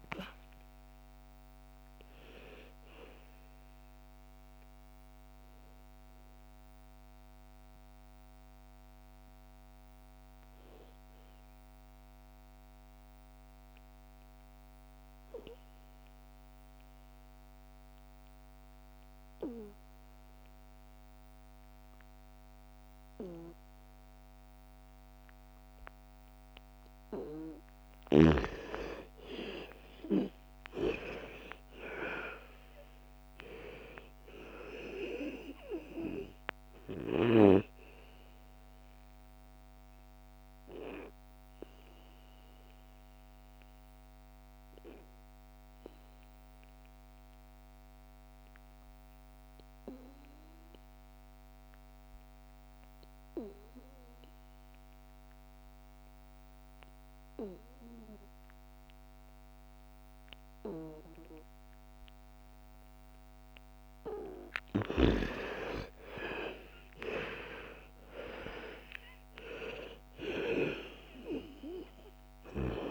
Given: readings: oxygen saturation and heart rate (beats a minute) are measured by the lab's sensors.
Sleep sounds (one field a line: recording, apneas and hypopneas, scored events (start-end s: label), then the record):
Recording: breathing in sleep by a microphone on the trachea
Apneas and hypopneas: 2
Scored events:
0.00-9.00 s: oxygen desaturation (device-marked, oxygen 80% lowest, heart rate 57 extreme)
11.50-27.00 s: mixed apnea (oxygen 99% before, 79% lowest, heart rate 69 before, 56 extreme, up 13 after)
27.00-47.00 s: oxygen desaturation (device-marked, oxygen 98% before, 84% lowest, heart rate 59 before, 56 extreme)
28.50-32.50 s: arousal
39.00-62.50 s: obstructive apnea (oxygen 99% before, 79% lowest, heart rate 64 before, 56 extreme, up 15 after)
62.00-72.91 s: oxygen desaturation (device-marked, oxygen 98% before, 79% lowest, heart rate 57 before, 56 extreme)
65.50-69.50 s: arousal
From the record:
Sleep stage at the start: N2 (light sleep)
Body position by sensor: on the back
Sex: female